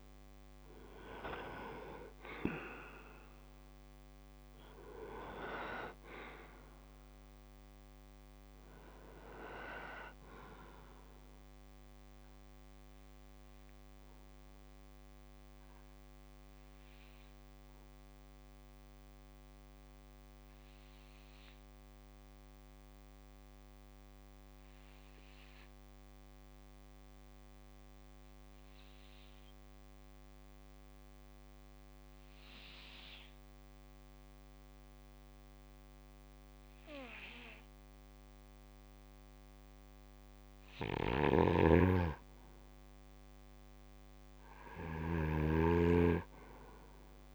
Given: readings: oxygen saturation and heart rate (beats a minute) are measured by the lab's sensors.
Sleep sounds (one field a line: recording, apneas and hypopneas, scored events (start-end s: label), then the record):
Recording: breathing in sleep by a microphone on the trachea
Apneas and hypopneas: 1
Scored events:
0.00-22.00 s: oxygen desaturation (device-marked, oxygen 83% lowest, heart rate 64 extreme)
11.50-40.00 s: mixed apnea (oxygen 92% before, 80% lowest, heart rate 68 before, 64 extreme, up 1 after)
39.00-47.35 s: oxygen desaturation (device-marked, oxygen 97% before, 85% lowest, heart rate 65 before, 64 extreme)
40.50-45.00 s: snoring (device-marked)
43.50-46.50 s: arousal
From the record:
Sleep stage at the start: N2 (light sleep)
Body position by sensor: on the back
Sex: male